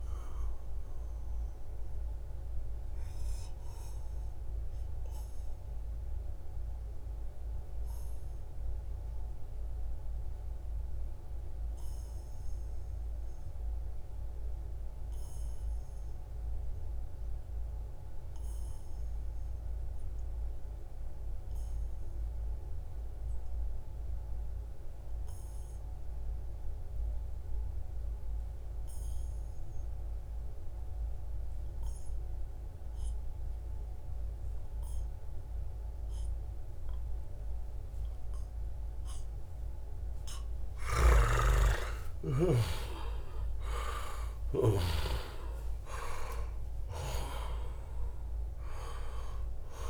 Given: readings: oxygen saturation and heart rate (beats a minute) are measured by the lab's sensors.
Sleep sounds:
breathing in sleep by a room microphone; 1
0.00-11.50 s: oxygen desaturation (device-marked, oxygen 86% lowest, heart rate 62 extreme)
0.50-40.00 s: obstructive apnea (oxygen 96% before, 86% lowest, heart rate 75 before, 62 extreme, up 17 after)
29.50-49.90 s: oxygen desaturation (device-marked, oxygen 97% before, 86% lowest, heart rate 69 before, 63 extreme)
40.50-44.50 s: snoring (device-marked)
41.00-45.00 s: arousal
From the record:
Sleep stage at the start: N2 (light sleep); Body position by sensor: on the back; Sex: male

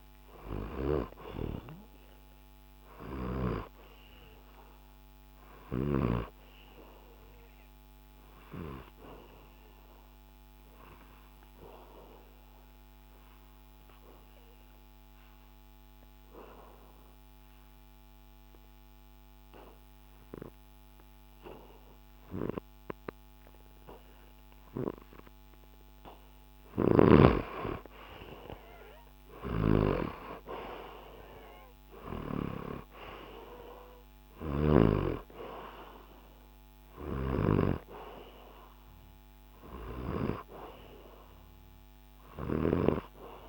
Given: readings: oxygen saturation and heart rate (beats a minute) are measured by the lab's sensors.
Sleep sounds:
breathing in sleep by a microphone on the trachea; 1
0.00-19.00 s: oxygen desaturation (device-marked, oxygen 89% lowest, heart rate 63 extreme)
5.00-26.50 s: obstructive apnea (oxygen 97% before, 89% lowest, heart rate 67 before, 63 extreme, up 0 after)
29.00-33.50 s: arousal
29.00-34.50 s: snoring (device-marked)
33.00-43.49 s: oxygen desaturation (device-marked, oxygen 97% before, 90% lowest, heart rate 67 before, 64 extreme)
From the record:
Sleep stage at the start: N2 (light sleep); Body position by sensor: on the back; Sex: male

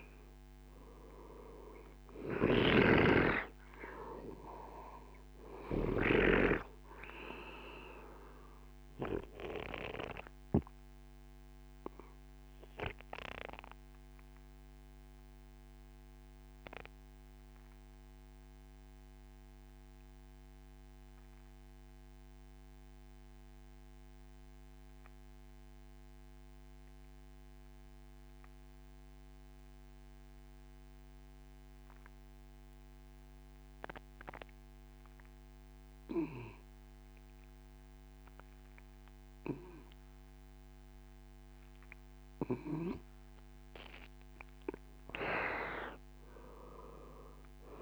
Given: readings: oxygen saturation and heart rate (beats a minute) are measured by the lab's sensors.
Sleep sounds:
breathing in sleep by a microphone on the trachea; 1
0.00-2.00 s: arousal
0.00-6.00 s: snoring (device-marked)
0.00-23.50 s: oxygen desaturation (device-marked, oxygen 92% lowest, heart rate 54 extreme)
8.00-42.50 s: obstructive apnea (oxygen 97% before, 92% lowest, heart rate 64 before, 43 extreme, up 12 after)
From the record:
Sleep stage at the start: N2 (light sleep); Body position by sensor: on the right side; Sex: male

